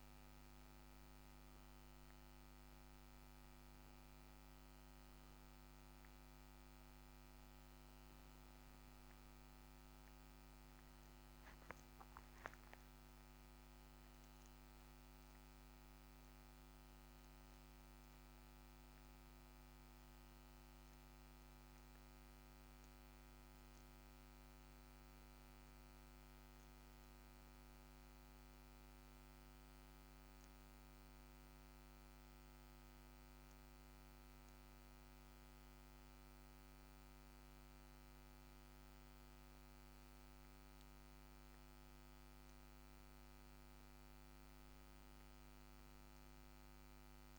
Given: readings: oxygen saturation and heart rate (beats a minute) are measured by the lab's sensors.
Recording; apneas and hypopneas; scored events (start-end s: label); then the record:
breathing in sleep, hard to hear, by a microphone on the trachea; 1
10.50-14.00 s: arousal
30.50-40.50 s: central apnea (oxygen 95% before, 92% lowest, heart rate 65 before, 59 extreme, up 3 after)
42.50-46.50 s: arousal
From the record:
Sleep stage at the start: N2 (light sleep); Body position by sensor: on the back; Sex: male